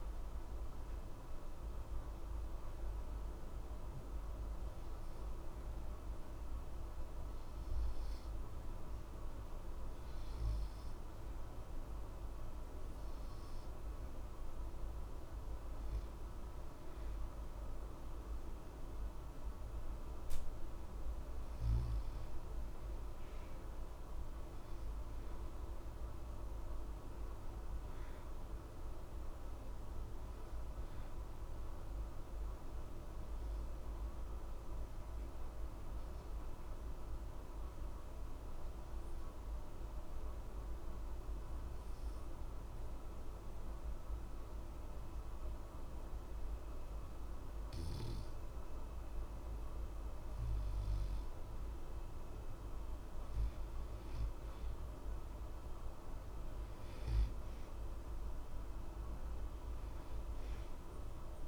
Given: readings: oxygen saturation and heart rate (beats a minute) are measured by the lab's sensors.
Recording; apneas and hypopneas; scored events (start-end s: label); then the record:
breathing in sleep, hard to hear, by a room microphone; 2
2.00-13.50 s: obstructive apnea (oxygen 92% before, 86% lowest, heart rate 62 before, 61 extreme, up 1 after)
17.50-21.50 s: arousal
33.00-49.00 s: obstructive apnea (oxygen 91% before, 86% lowest, heart rate 61 before, 61 extreme, up 0 after)
51.50-57.00 s: arousal
From the record:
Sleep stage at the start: N2 (light sleep); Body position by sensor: on the back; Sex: male